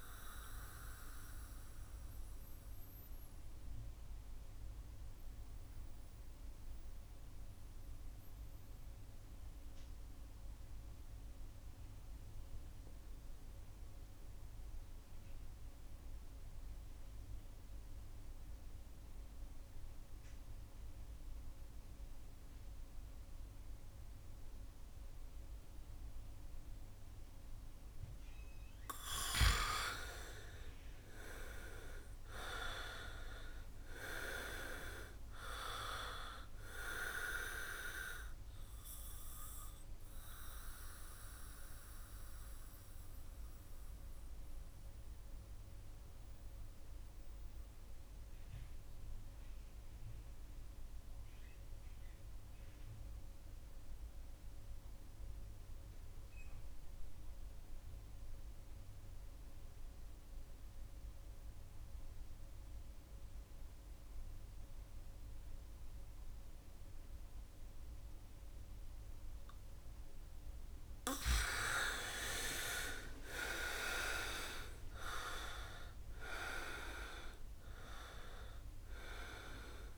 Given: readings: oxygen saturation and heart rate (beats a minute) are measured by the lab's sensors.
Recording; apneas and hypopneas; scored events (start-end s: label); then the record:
breathing in sleep by a room microphone; 2
0.00-17.00 s: oxygen desaturation (device-marked, oxygen 76% lowest, heart rate 60 extreme)
0.50-28.00 s: mixed apnea (oxygen 99% before, 75% lowest, heart rate 69 before, 58 extreme, up 3 after)
24.00-57.00 s: oxygen desaturation (device-marked, oxygen 99% before, 75% lowest, heart rate 66 before, 58 extreme)
29.50-33.50 s: arousal
39.50-70.50 s: mixed apnea (oxygen 99% before, 75% lowest, heart rate 68 before, 58 extreme, up 16 after)
42.00-45.00 s: bradycardia (device-marked, heart rate 68 before, 60 extreme)
68.00-79.98 s: oxygen desaturation (device-marked, oxygen 100% before, 75% lowest, heart rate 66 before, 66 extreme)
72.00-76.00 s: arousal
From the record:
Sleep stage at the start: N2 (light sleep); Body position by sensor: on the back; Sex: male